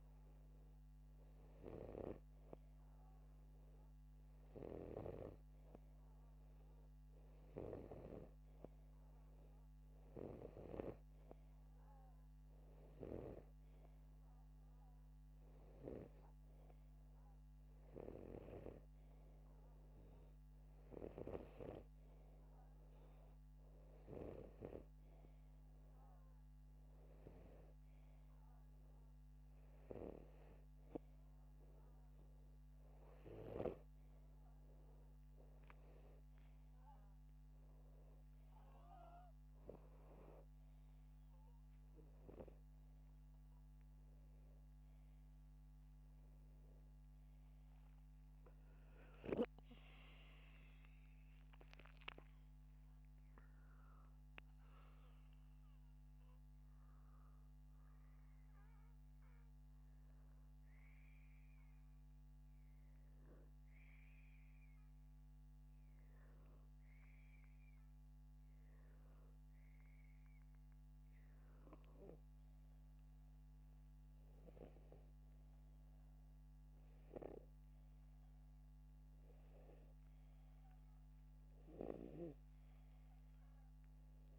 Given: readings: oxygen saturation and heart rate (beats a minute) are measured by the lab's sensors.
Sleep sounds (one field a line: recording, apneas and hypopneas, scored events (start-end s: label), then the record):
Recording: breathing in sleep by a microphone on the trachea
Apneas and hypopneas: none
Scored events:
50.50-54.50 s: arousal
From the record:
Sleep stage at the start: N2 (light sleep)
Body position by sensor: upright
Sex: male